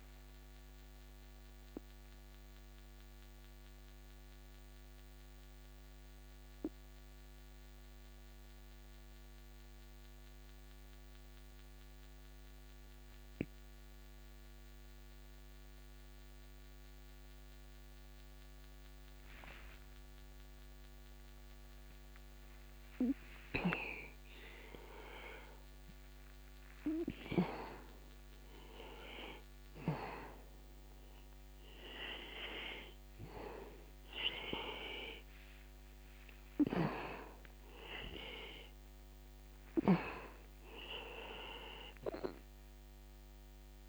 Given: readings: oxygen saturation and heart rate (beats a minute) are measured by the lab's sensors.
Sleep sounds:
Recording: breathing in sleep by a microphone on the trachea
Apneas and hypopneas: 1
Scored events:
0.00-13.50 s: oxygen desaturation (device-marked, oxygen 82% lowest, heart rate 62 extreme)
1.00-24.50 s: mixed apnea (oxygen 96% before, 89% lowest, heart rate 62 before, 61 extreme, up 0 after)
24.50-29.00 s: arousal
36.50-43.89 s: oxygen desaturation (device-marked, oxygen 97% before, 92% lowest, heart rate 64 before, 61 extreme)
From the record:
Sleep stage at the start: N2 (light sleep)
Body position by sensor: on the back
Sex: male

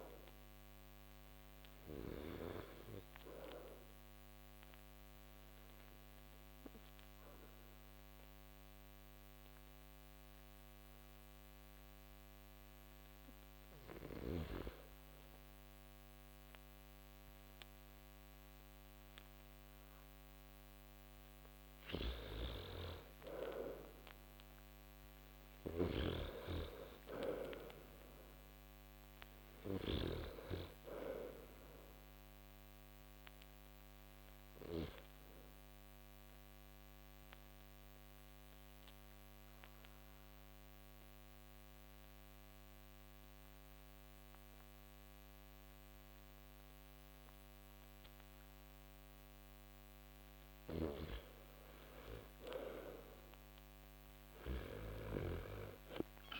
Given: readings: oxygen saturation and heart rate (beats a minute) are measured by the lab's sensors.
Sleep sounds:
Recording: breathing in sleep by a microphone on the trachea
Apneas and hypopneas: 2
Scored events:
0.00-16.00 s: oxygen desaturation (device-marked, oxygen 95% before, 89% lowest)
2.00-21.00 s: obstructive apnea (oxygen 96% before, 88% lowest)
22.50-26.00 s: arousal
28.00-49.00 s: oxygen desaturation (device-marked, oxygen 96% before, 90% lowest)
35.00-50.00 s: obstructive apnea (oxygen 96% before, 88% lowest)
52.00-54.50 s: arousal
From the record:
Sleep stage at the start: N2 (light sleep)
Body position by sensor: on the back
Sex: male

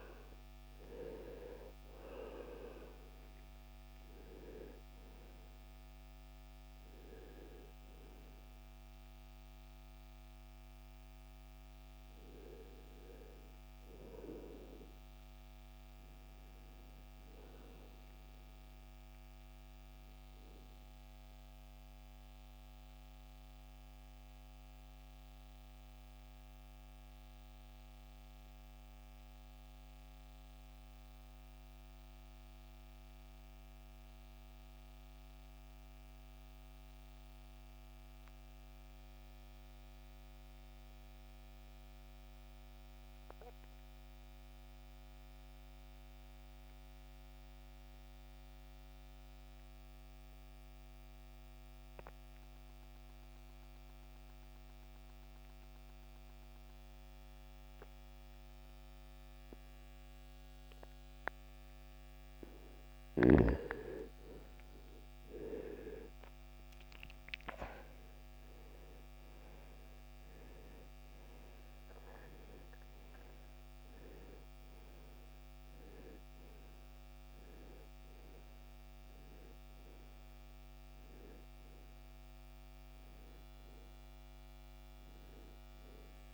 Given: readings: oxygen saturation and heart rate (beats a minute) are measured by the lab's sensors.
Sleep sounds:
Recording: breathing in sleep by a microphone on the trachea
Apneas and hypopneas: 1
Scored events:
17.50-40.50 s: oxygen desaturation (device-marked, oxygen 93% before, 80% lowest, heart rate 78 before, 47 extreme)
21.50-62.00 s: mixed apnea (oxygen 95% before, 80% lowest, heart rate 78 before, 47 extreme, up 21 after)
63.50-68.50 s: arousal
63.50-86.34 s: oxygen desaturation (device-marked, oxygen 98% before, 80% lowest, heart rate 58 before, 56 extreme)
From the record:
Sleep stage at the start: REM sleep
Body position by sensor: on the right side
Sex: male

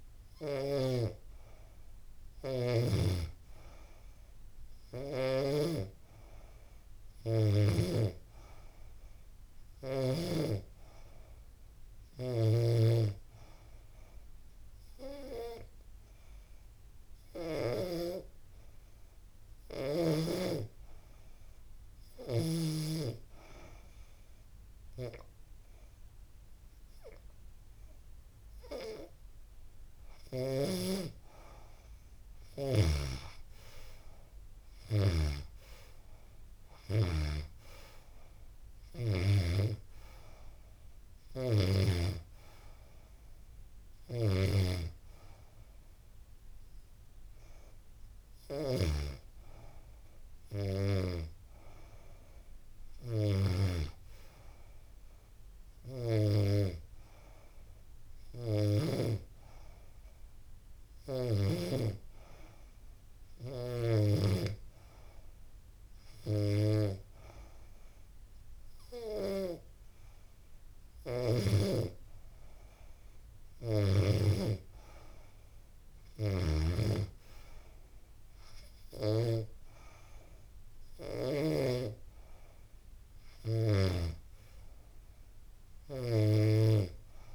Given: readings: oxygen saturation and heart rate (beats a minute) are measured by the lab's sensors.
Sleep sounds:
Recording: breathing in sleep by a room microphone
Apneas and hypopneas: none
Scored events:
28.50-35.50 s: oxygen desaturation (device-marked, oxygen 93% before, 90% lowest, heart rate 84 before, 84 extreme)
33.00-37.00 s: arousal
From the record:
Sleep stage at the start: N2 (light sleep)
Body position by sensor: on the back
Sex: female

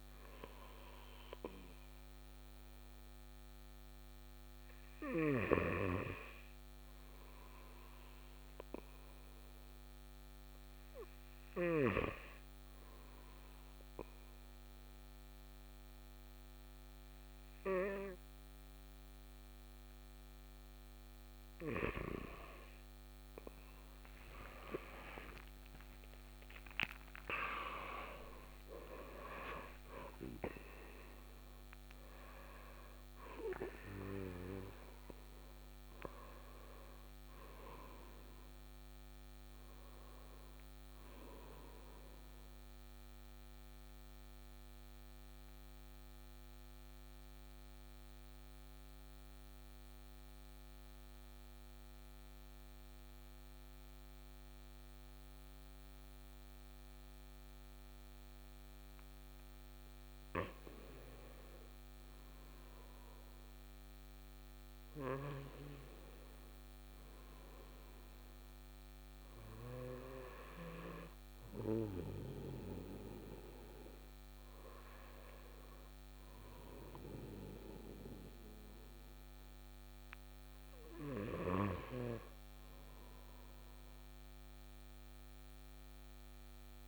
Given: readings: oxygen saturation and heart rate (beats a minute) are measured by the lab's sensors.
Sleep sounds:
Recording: breathing in sleep by a microphone on the trachea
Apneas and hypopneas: 2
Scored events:
8.50-21.50 s: hypopnea (oxygen 97% before, 95% lowest, heart rate 55 before, 52 extreme, up 45 after)
24.50-29.00 s: arousal
37.00-86.88 s: new sleep stage, REM sleep
42.00-60.00 s: central apnea (oxygen 97% before, 95% lowest, heart rate 72 before, 51 extreme, up 3 after)
62.50-67.50 s: arousal
From the record:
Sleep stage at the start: N2 (light sleep)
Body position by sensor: on the right side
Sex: male

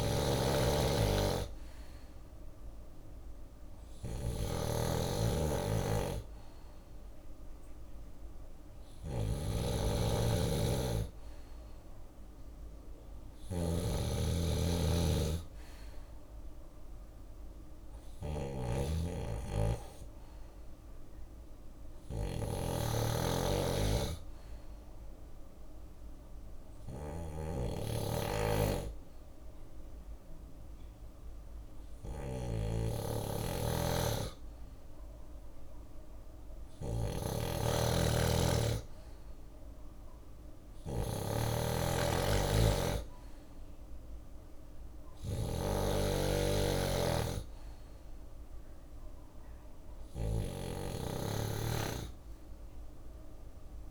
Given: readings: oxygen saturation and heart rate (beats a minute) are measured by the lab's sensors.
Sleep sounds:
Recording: breathing in sleep by a room microphone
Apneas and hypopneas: none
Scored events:
0.00-53.91 s: snoring (device-marked)
47.00-53.91 s: drop in pulse transit time (device-marked, heart rate 64 before, 62 extreme)
52.50-53.91 s: arousal
From the record:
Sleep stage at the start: N2 (light sleep)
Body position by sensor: on the left side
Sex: male

